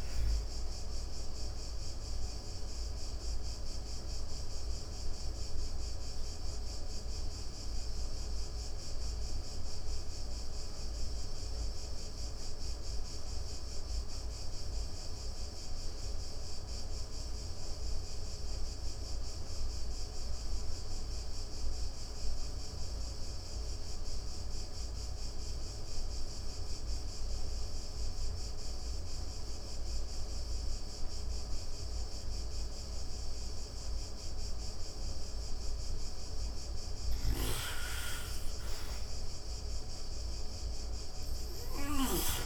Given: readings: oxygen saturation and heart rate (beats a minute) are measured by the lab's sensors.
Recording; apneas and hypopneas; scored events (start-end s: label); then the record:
breathing in sleep, hard to hear, by a room microphone; 1
0.00-20.50 s: oxygen desaturation (device-marked, oxygen 62% lowest, heart rate 84 extreme)
2.00-35.00 s: obstructive apnea (oxygen 93% before, 62% lowest, heart rate 139 before, 76 extreme, up 29 after)
36.50-40.50 s: arousal
36.50-42.46 s: oxygen desaturation (device-marked, oxygen 97% before, 74% lowest, heart rate 116 before, 76 extreme)
From the record:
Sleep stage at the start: N2 (light sleep); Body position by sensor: on the back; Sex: female